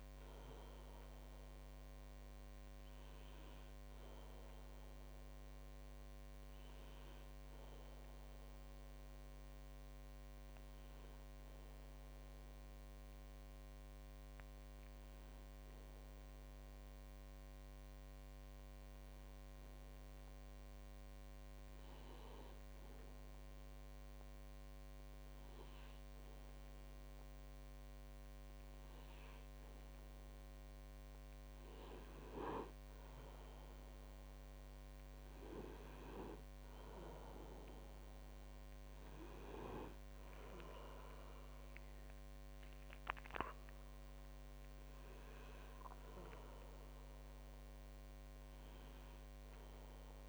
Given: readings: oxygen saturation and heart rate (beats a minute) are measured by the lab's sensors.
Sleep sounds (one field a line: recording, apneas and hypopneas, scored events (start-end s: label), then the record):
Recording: breathing in sleep by a microphone on the trachea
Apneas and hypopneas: 1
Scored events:
11.50-29.00 s: obstructive apnea (oxygen 98% before, 96% lowest, heart rate 55 before, 47 extreme, up 5 after)
33.50-39.00 s: arousal
From the record:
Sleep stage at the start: N2 (light sleep)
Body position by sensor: on the back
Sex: male